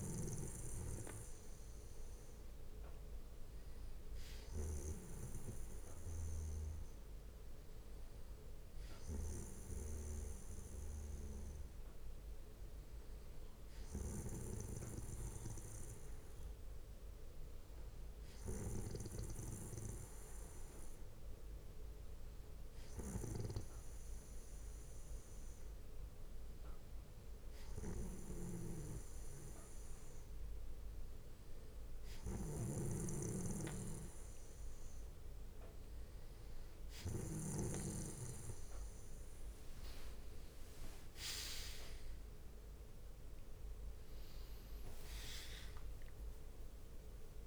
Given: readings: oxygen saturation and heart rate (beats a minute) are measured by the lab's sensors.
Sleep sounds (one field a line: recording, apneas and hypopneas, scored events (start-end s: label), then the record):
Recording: breathing in sleep by a room microphone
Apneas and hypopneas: none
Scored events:
2.00-14.00 s: bradycardia (device-marked, heart rate 64 before, 57 extreme)
15.00-18.00 s: bradycardia (device-marked, heart rate 64 before, 58 extreme)
43.50-47.47 s: arousal
From the record:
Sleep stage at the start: N2 (light sleep)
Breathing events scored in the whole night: 241 in 4.6 hours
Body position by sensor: on the back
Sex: male